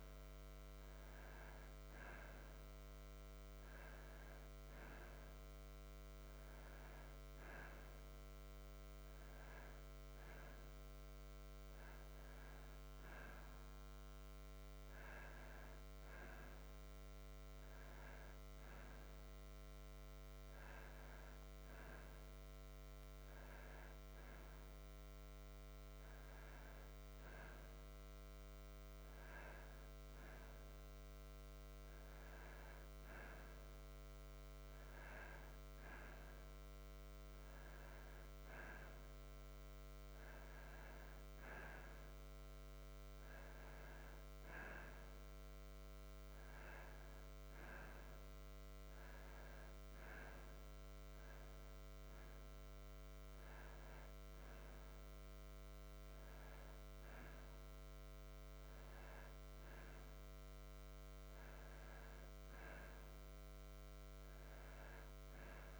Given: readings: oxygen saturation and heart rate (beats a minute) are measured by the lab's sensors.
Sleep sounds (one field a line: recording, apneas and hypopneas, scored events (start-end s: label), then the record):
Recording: breathing in sleep, hard to hear, by a microphone on the trachea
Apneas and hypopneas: none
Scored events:
none scored
From the record:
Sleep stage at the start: N2 (light sleep)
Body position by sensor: on the back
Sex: male